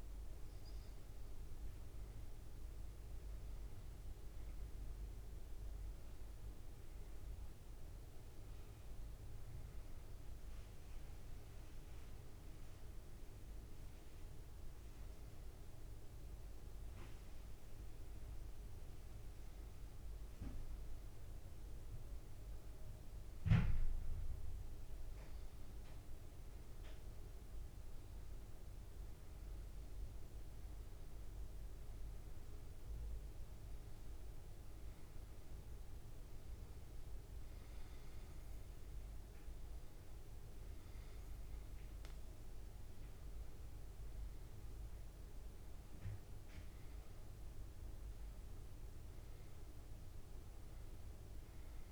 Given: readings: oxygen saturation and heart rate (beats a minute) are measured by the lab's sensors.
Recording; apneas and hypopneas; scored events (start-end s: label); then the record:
breathing in sleep, hard to hear, by a room microphone; none
none scored
From the record:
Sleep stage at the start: N2 (light sleep); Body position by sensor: on the back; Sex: male